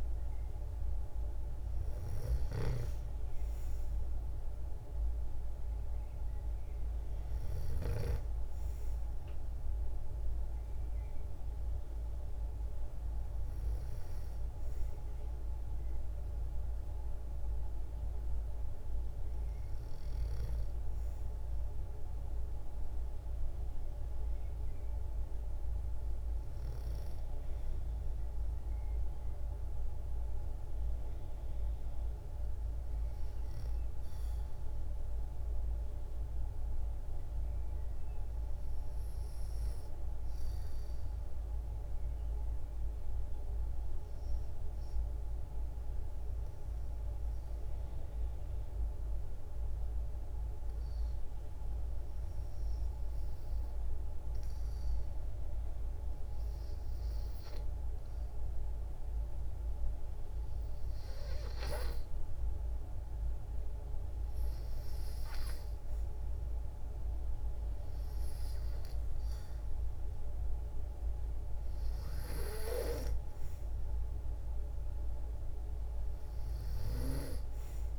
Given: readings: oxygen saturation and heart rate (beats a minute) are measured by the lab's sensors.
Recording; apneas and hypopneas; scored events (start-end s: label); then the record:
breathing in sleep, hard to hear, by a room microphone; 1
0.00-12.50 s: oxygen desaturation (device-marked, oxygen 92% lowest, heart rate 58 extreme)
40.00-51.00 s: obstructive apnea (oxygen 96% before, 90% lowest, heart rate 59 before, 58 extreme, up 5 after)
53.50-56.00 s: arousal
57.50-77.99 s: oxygen desaturation (device-marked, oxygen 94% before, 90% lowest, heart rate 60 before, 58 extreme)
From the record:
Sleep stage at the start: N2 (light sleep); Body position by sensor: on the back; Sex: female